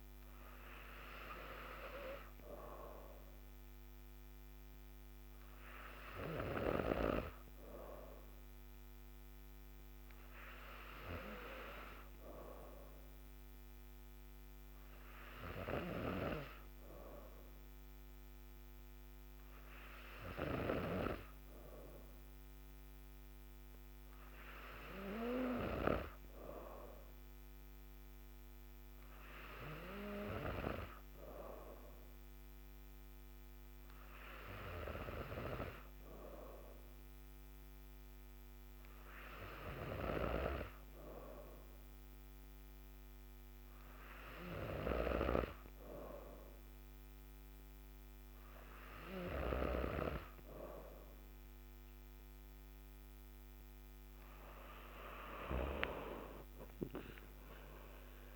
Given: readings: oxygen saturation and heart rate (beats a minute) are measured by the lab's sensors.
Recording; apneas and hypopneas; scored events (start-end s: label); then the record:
breathing in sleep by a microphone on the trachea; none
55.00-58.36 s: arousal
From the record:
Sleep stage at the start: N3 (deep sleep); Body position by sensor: on the back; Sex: female